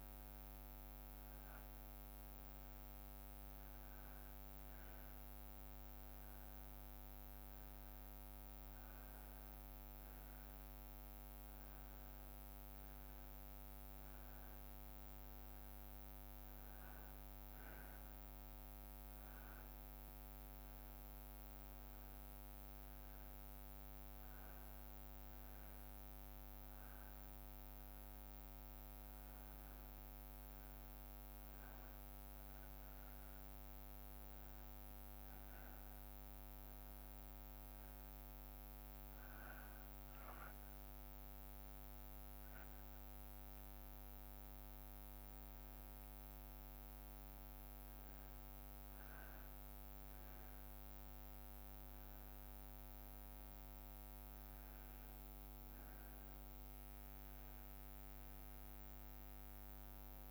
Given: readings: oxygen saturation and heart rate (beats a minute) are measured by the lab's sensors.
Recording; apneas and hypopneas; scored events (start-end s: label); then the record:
breathing in sleep, hard to hear, by a microphone on the trachea; none
none scored
From the record:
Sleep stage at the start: N2 (light sleep); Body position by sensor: on the back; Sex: male